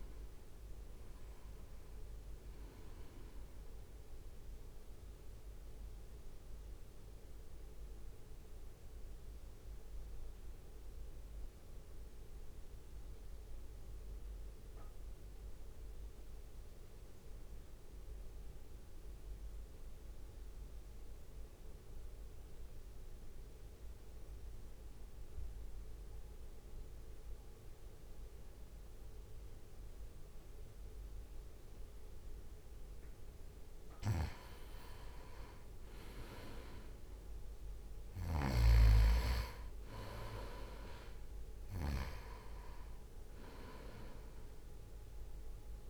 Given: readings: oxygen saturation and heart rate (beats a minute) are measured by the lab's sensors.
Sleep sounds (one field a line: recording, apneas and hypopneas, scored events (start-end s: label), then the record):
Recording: breathing in sleep by a room microphone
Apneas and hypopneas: 1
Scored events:
0.00-12.00 s: drop in pulse transit time (device-marked, heart rate 54 extreme)
0.00-25.00 s: oxygen desaturation (device-marked, oxygen 87% lowest, heart rate 54 extreme)
6.00-33.50 s: central apnea (oxygen 98% before, 85% lowest, heart rate 59 before, 57 extreme, up 1 after)
34.00-45.90 s: oxygen desaturation (device-marked, oxygen 98% before, 89% lowest, heart rate 65 before, 57 extreme)
36.00-39.00 s: arousal
From the record:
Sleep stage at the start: N2 (light sleep)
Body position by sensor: on the right side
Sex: male